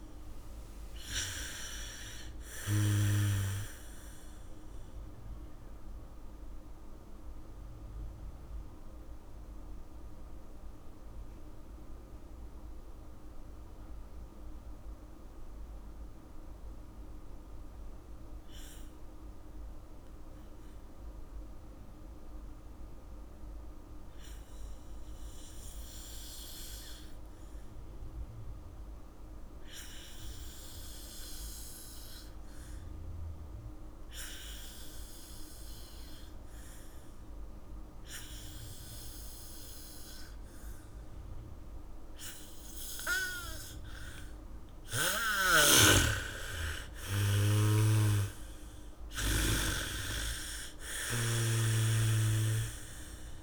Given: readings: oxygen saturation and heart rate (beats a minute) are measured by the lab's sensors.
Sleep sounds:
breathing in sleep by a room microphone; 1
0.00-20.50 s: oxygen desaturation (device-marked, oxygen 76% lowest, heart rate 39 extreme)
5.50-45.50 s: mixed apnea (oxygen 99% before, 76% lowest, heart rate 59 before, 45 extreme, up 1 after)
33.50-53.43 s: oxygen desaturation (device-marked, oxygen 99% before, 80% lowest, heart rate 75 before, 45 extreme)
39.50-51.50 s: bradycardia (device-marked, heart rate 70 before, 45 extreme)
46.00-50.00 s: snoring (device-marked)
47.50-50.50 s: arousal
From the record:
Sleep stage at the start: N2 (light sleep); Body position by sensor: on the back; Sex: female

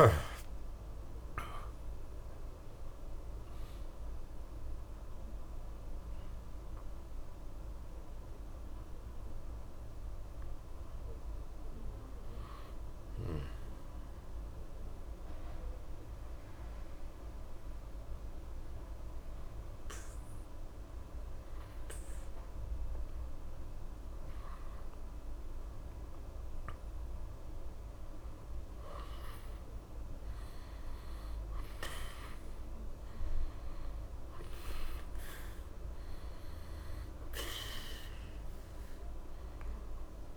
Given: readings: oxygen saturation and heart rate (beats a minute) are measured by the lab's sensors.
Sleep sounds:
breathing in sleep by a room microphone; 1
1.50-21.50 s: oxygen desaturation (device-marked, oxygen 96% before, 90% lowest, heart rate 75 before, 66 extreme)
15.00-27.50 s: hypopnea (oxygen 96% before, 90% lowest, heart rate 80 before, 65 extreme, up 4 after)
29.50-33.00 s: arousal
35.50-40.37 s: oxygen desaturation (device-marked, oxygen 96% before, 91% lowest, heart rate 68 before, 65 extreme)
From the record:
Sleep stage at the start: N2 (light sleep); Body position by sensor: on the back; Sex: male

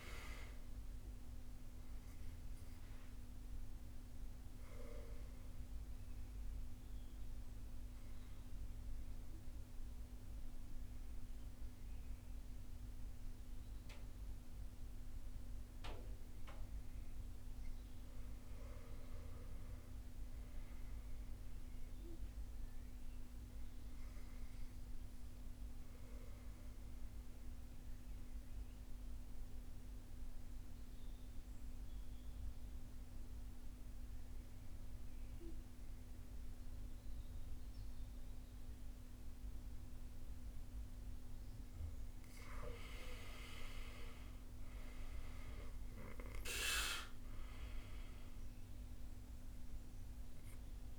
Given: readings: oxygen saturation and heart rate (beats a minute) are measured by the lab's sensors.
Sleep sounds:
breathing in sleep by a room microphone; 2
0.00-20.00 s: oxygen desaturation (device-marked, oxygen 86% lowest, heart rate 50 extreme)
1.00-14.50 s: obstructive apnea (oxygen 99% before, 86% lowest, heart rate 58 before, 50 extreme, up 8 after)
16.50-21.00 s: arousal
26.00-41.00 s: central apnea (oxygen 98% before, 87% lowest, heart rate 53 before, 50 extreme, up 17 after)
43.00-48.00 s: arousal
46.00-50.99 s: oxygen desaturation (device-marked, oxygen 96% before, 87% lowest, heart rate 53 before, 49 extreme)
From the record:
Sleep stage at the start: N2 (light sleep); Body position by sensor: on the right side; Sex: male

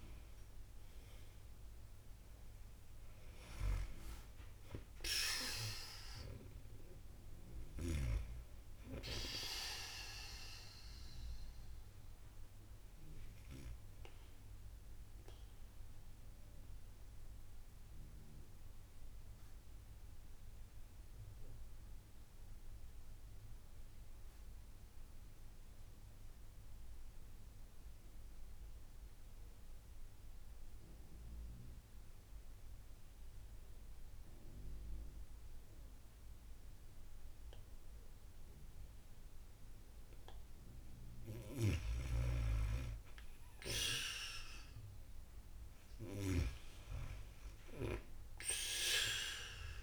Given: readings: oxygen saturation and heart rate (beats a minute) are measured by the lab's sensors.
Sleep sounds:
breathing in sleep by a room microphone; 1
0.00-1.50 s: arousal
1.50-30.50 s: oxygen desaturation (device-marked, oxygen 98% before, 92% lowest)
15.50-40.00 s: mixed apnea (oxygen 98% before, 92% lowest)
42.50-47.00 s: arousal
46.50-49.83 s: oxygen desaturation (device-marked, oxygen 97% before, 92% lowest)
From the record:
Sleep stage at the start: N2 (light sleep); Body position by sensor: on the back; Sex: female

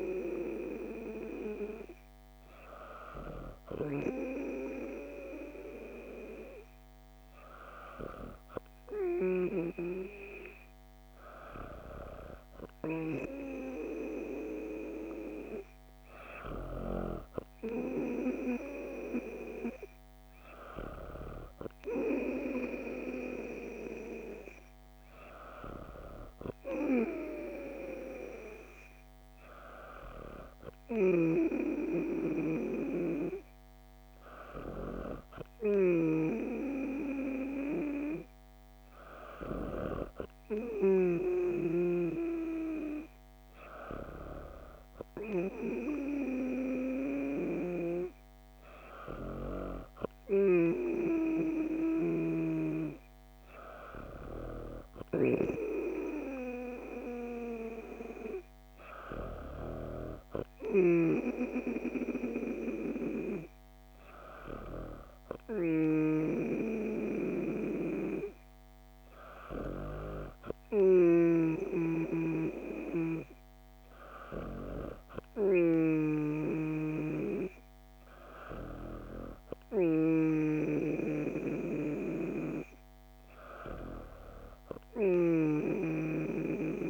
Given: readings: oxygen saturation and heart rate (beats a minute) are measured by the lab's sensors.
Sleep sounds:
breathing in sleep by a microphone on the trachea; none
none scored
From the record:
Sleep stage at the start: N2 (light sleep); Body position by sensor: on the back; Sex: female

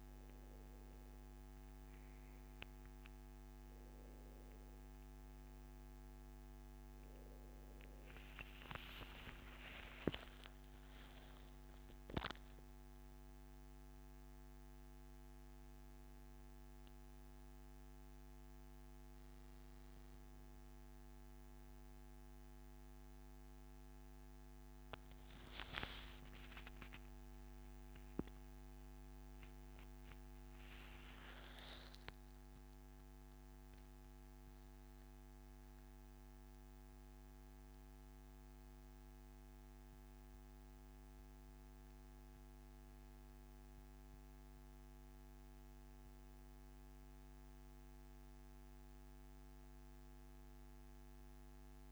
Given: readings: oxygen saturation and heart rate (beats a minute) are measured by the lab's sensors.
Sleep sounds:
a person awake in a sleep study, by a microphone on the trachea; none
9.00-39.00 s: new sleep stage, awake
29.00-31.00 s: long interval between heartbeats (device-marked, heart rate 137 before, 96 extreme)
39.00-51.92 s: new sleep stage, N1 (lightest sleep)
From the record:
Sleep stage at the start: N1 (lightest sleep); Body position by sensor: on the back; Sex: male

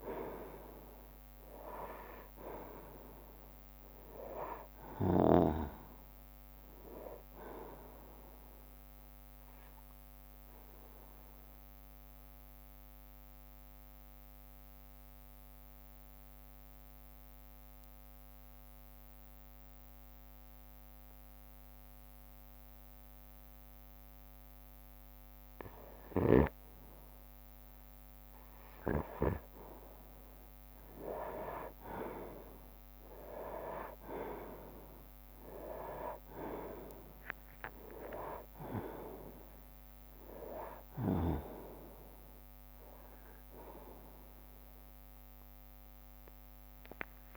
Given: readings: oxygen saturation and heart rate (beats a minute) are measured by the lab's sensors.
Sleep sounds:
breathing in sleep by a microphone on the trachea; 1
0.00-6.50 s: drop in pulse transit time (device-marked, heart rate 64 extreme)
0.00-24.50 s: oxygen desaturation (device-marked, oxygen 90% lowest, heart rate 57 extreme)
9.50-25.00 s: obstructive apnea (oxygen 98% before, 90% lowest, heart rate 67 before, 57 extreme, up 7 after)
12.50-26.50 s: bradycardia (device-marked, heart rate 66 before, 57 extreme)
27.00-29.50 s: arousal
32.50-46.50 s: drop in pulse transit time (device-marked, heart rate 59 before, 64 extreme)
34.50-47.37 s: oxygen desaturation (device-marked, oxygen 98% before, 92% lowest, heart rate 59 before, 58 extreme)
From the record:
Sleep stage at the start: N2 (light sleep); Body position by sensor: on the right side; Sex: male

